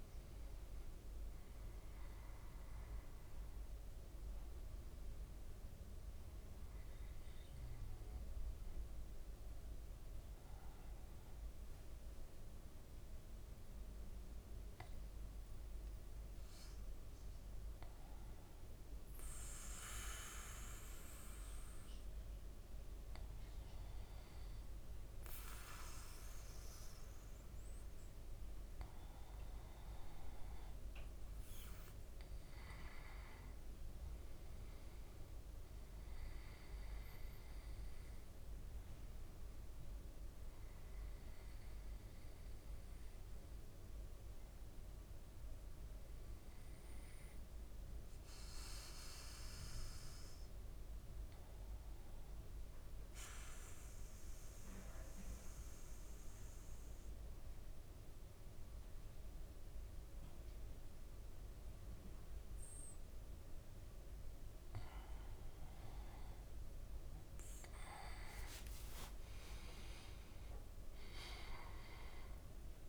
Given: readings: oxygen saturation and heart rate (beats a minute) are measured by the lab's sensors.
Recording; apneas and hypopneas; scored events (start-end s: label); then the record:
breathing in sleep, hard to hear, by a room microphone; 2
0.00-1.00 s: arousal
9.00-28.00 s: obstructive apnea (oxygen 98% before, 95% lowest, heart rate 55 before, 53 extreme, up 4 after)
30.50-35.50 s: arousal
46.00-64.50 s: obstructive apnea (oxygen 98% before, 95% lowest, heart rate 55 before, 53 extreme, up 5 after)
68.00-72.89 s: arousal
From the record:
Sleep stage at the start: N2 (light sleep); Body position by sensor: on the back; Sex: male